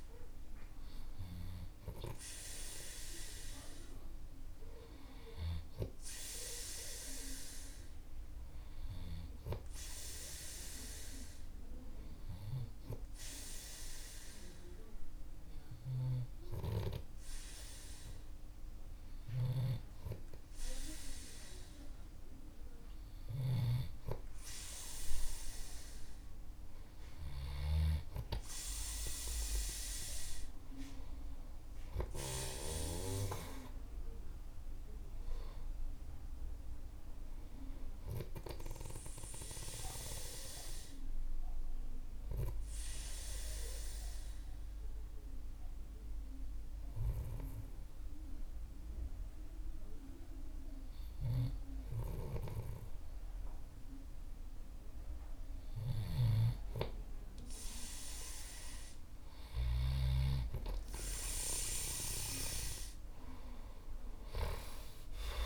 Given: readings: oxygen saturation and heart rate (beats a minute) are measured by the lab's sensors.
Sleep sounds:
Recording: breathing in sleep by a room microphone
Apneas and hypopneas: 2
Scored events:
0.50-17.50 s: oxygen desaturation (device-marked, oxygen 98% before, 94% lowest, heart rate 52 before, 52 extreme)
12.00-25.50 s: hypopnea (oxygen 98% before, 94% lowest, heart rate 55 before, 49 extreme, up 4 after)
19.50-24.00 s: snoring (device-marked)
31.50-35.00 s: arousal
41.00-54.50 s: hypopnea (oxygen 98% before, 94% lowest, heart rate 57 before, 48 extreme, up 9 after)
56.00-60.50 s: snoring (device-marked)
From the record:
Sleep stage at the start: N2 (light sleep)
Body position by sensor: on the back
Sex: male

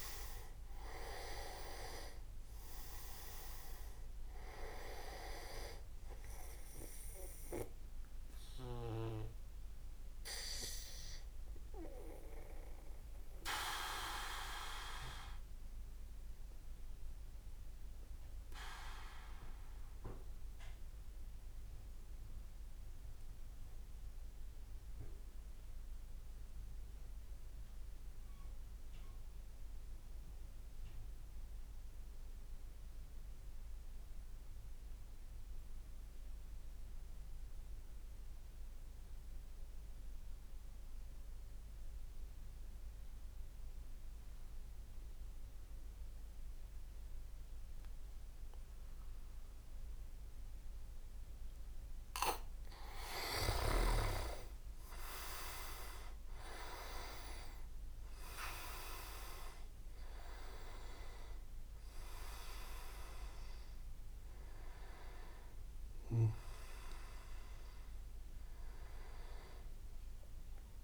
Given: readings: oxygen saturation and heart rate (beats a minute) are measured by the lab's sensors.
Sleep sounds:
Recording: breathing in sleep by a room microphone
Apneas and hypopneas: 1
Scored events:
0.00-15.50 s: oxygen desaturation (device-marked, oxygen 93% lowest)
9.50-51.00 s: obstructive apnea (oxygen 98% before, 93% lowest)
53.00-55.50 s: leg movement (device-marked)
53.50-58.00 s: arousal
From the record:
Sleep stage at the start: N2 (light sleep)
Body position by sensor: on the back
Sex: male

